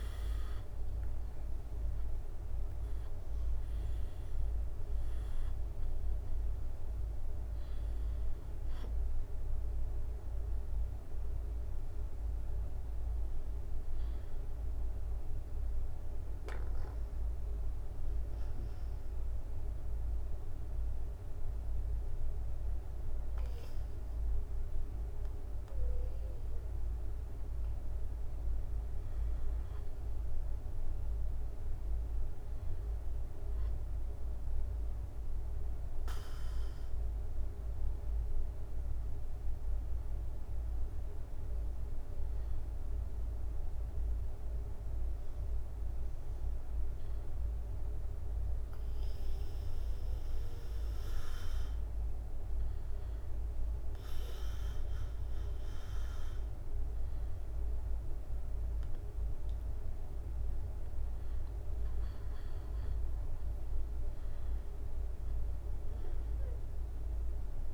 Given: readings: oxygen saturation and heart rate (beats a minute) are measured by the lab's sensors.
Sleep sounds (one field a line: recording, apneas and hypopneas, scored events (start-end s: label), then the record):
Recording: breathing in sleep, hard to hear, by a room microphone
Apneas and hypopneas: 1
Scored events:
0.00-2.00 s: arousal
0.00-12.50 s: drop in pulse transit time (device-marked, heart rate 73 extreme)
0.00-25.50 s: oxygen desaturation (device-marked, oxygen 86% lowest, heart rate 64 extreme)
26.50-30.00 s: arousal
35.50-53.50 s: hypopnea (oxygen 99% before, 95% lowest, heart rate 74 before, 66 extreme, up 4 after)
58.50-63.00 s: arousal
From the record:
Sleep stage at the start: N2 (light sleep)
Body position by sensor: on the back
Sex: male